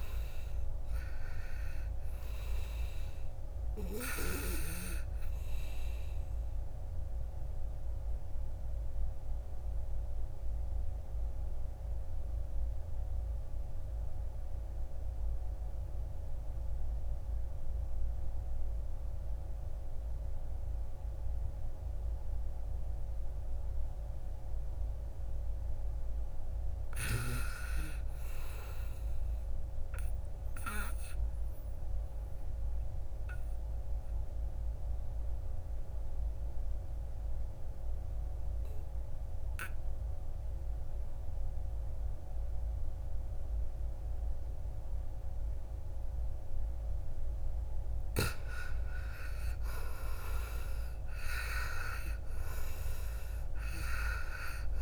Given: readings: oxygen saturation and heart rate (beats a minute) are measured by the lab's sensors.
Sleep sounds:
breathing in sleep by a room microphone; 2
3.00-21.00 s: oxygen desaturation (device-marked, oxygen 97% before, 88% lowest, heart rate 60 before, 52 extreme)
8.00-24.00 s: obstructive apnea (oxygen 98% before, 80% lowest, heart rate 62 before, 52 extreme, up 11 after)
26.00-29.00 s: arousal
30.00-54.82 s: oxygen desaturation (device-marked, oxygen 98% before, 80% lowest, heart rate 55 before, 54 extreme)
32.50-46.00 s: obstructive apnea (oxygen 98% before, 80% lowest, heart rate 56 before, 55 extreme, up 7 after)
49.00-54.00 s: arousal
From the record:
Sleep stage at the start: N2 (light sleep); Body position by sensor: on the back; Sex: male

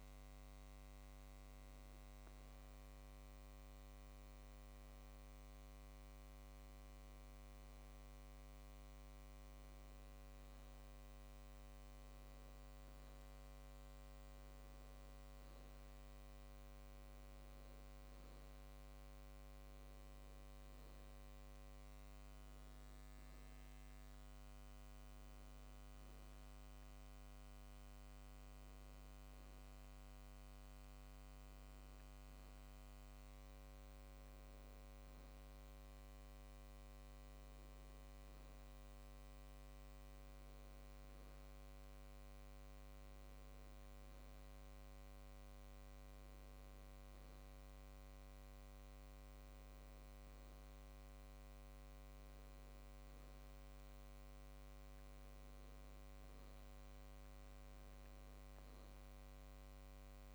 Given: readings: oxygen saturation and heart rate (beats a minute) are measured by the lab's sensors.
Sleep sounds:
a person awake in a sleep study, hard to hear, by a microphone on the trachea; none
none scored
From the record:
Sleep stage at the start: awake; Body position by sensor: on the back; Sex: male

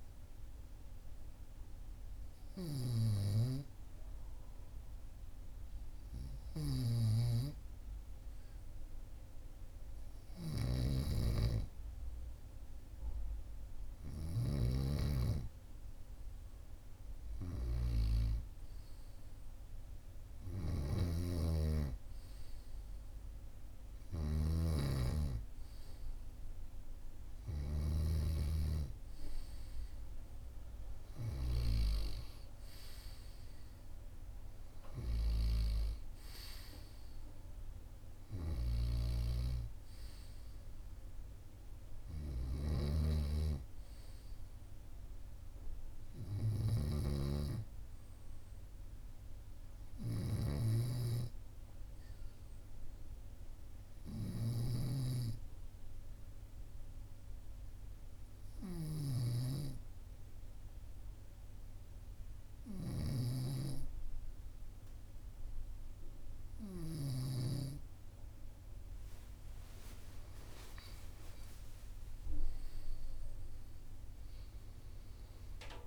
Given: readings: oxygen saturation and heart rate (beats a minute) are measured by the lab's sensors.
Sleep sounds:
breathing in sleep by a room microphone; 1
10.50-14.50 s: snoring (device-marked)
20.50-28.00 s: snoring (device-marked)
42.50-50.50 s: snoring (device-marked)
53.50-68.50 s: obstructive apnea (oxygen 98% before, 97% lowest, heart rate 45 before, 44 extreme, up 3 after)
69.50-74.50 s: arousal
From the record:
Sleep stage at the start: N2 (light sleep); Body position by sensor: on the right side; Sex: male

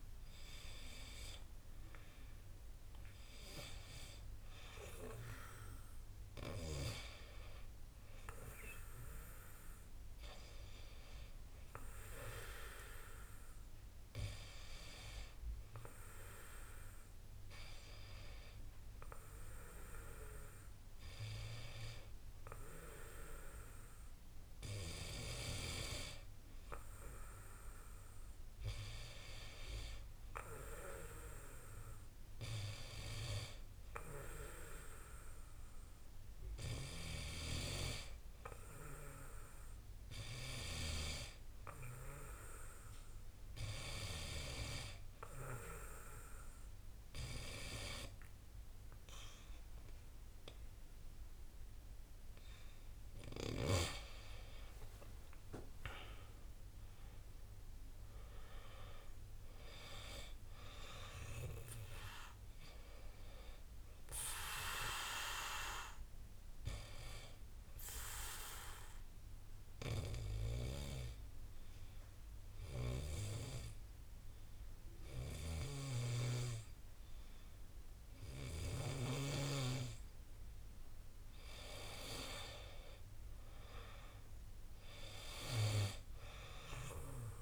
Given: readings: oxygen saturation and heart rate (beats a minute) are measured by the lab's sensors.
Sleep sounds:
breathing in sleep by a room microphone; 2
40.50-53.50 s: hypopnea (oxygen 93% before, 88% lowest, heart rate 58 before, 52 extreme, up 15 after)
55.00-58.00 s: arousal
59.50-70.50 s: oxygen desaturation (device-marked, oxygen 92% before, 89% lowest, heart rate 63 before, 52 extreme)
69.00-81.00 s: obstructive apnea (oxygen 92% before, 87% lowest, heart rate 66 before, 52 extreme, up 14 after)
84.00-87.42 s: arousal
From the record:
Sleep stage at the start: N2 (light sleep); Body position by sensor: on the back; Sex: male

